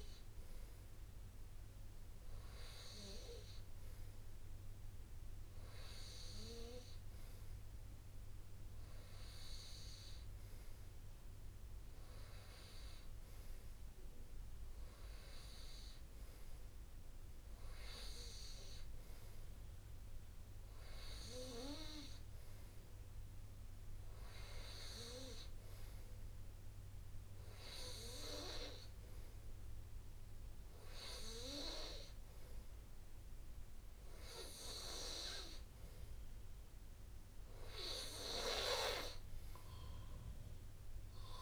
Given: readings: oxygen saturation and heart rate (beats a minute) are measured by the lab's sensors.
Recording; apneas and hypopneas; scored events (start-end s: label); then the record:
breathing in sleep by a room microphone; none
none scored
From the record:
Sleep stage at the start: N2 (light sleep); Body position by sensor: on the right side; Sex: male